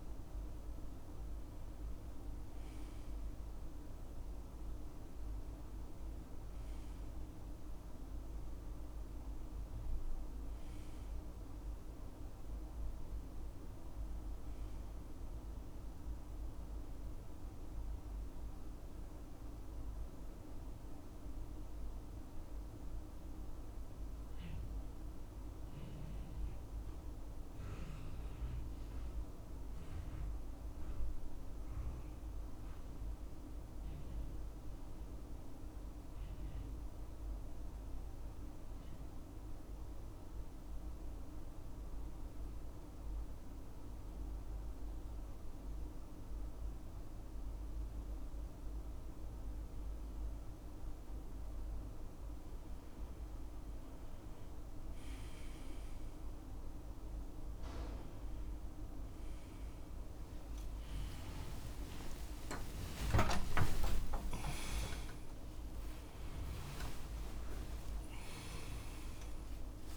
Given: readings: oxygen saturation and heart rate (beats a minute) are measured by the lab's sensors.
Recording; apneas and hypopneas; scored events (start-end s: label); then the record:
breathing in sleep, hard to hear, by a room microphone; 2
0.00-19.50 s: oxygen desaturation (device-marked, oxygen 91% lowest, heart rate 68 extreme)
15.00-26.00 s: obstructive apnea (oxygen 97% before, 89% lowest, heart rate 71 before, 68 extreme, up 5 after)
28.00-30.50 s: arousal
34.00-50.00 s: obstructive apnea (oxygen 99% before, 89% lowest, heart rate 71 before, 69 extreme, up 4 after)
51.50-69.97 s: oxygen desaturation (device-marked, oxygen 98% before, 89% lowest, heart rate 71 before, 74 extreme)
From the record:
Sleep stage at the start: N2 (light sleep); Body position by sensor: on the right side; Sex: male